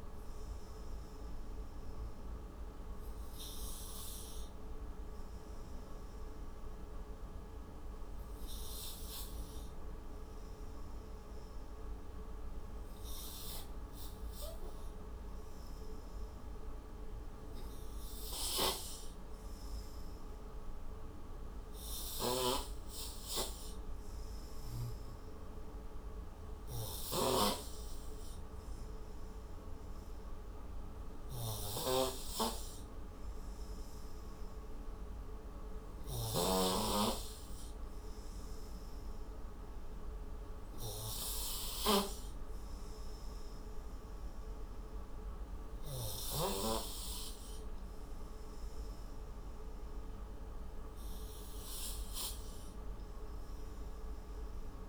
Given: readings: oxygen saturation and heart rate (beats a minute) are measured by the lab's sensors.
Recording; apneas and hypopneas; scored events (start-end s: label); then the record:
breathing in sleep by a room microphone; 1
0.50-16.50 s: obstructive apnea (oxygen 93% before, 90% lowest, heart rate 87 before, 40 extreme, up 29 after)
18.50-20.50 s: arousal
26.00-30.00 s: oxygen desaturation (device-marked, oxygen 95% before, 91% lowest, heart rate 59 before, 40 extreme)
From the record:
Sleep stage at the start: N3 (deep sleep); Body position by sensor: on the right side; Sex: male